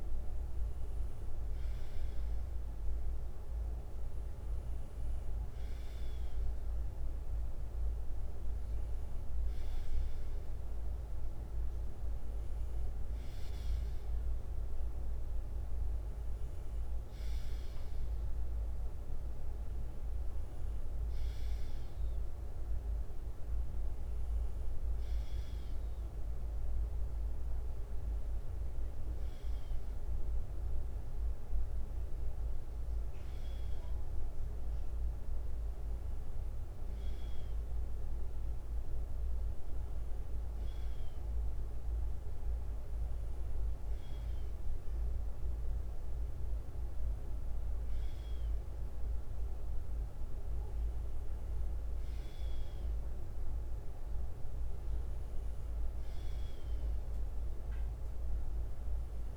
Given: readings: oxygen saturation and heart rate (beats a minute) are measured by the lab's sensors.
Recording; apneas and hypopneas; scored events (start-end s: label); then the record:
breathing in sleep, hard to hear, by a room microphone; none
52.00-54.00 s: bradycardia (device-marked, heart rate 61 before, 61 extreme)
56.00-59.37 s: bradycardia (device-marked, heart rate 61 before, 57 extreme)
From the record:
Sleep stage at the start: N2 (light sleep); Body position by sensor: on the left side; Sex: male